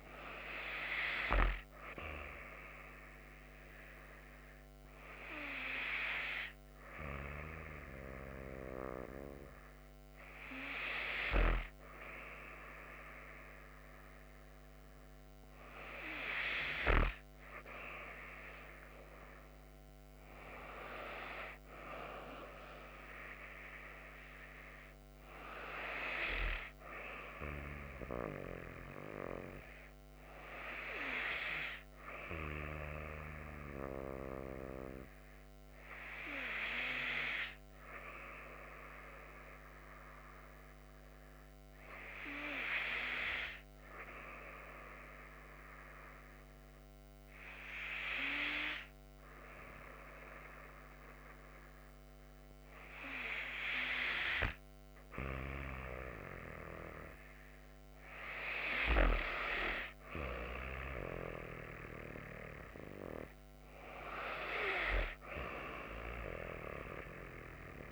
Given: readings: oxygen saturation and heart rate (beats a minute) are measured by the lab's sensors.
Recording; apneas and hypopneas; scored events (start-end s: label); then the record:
breathing in sleep by a microphone on the trachea; 2
1.50-16.00 s: hypopnea (oxygen 97% before, 92% lowest)
18.50-22.00 s: arousal
35.50-53.00 s: mixed apnea (oxygen 95% before, 92% lowest)
56.50-61.00 s: arousal
From the record:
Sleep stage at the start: N2 (light sleep); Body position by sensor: on the back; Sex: female